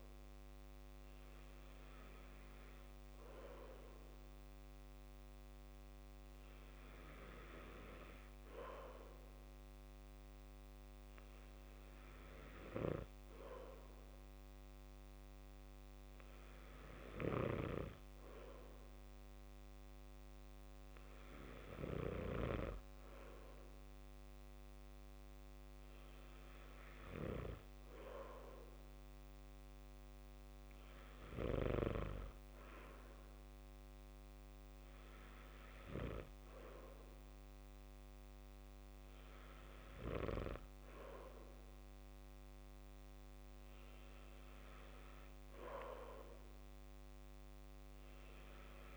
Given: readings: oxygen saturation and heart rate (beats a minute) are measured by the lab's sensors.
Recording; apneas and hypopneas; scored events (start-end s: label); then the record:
breathing in sleep by a microphone on the trachea; none
none scored
From the record:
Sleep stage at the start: N2 (light sleep); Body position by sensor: on the back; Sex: male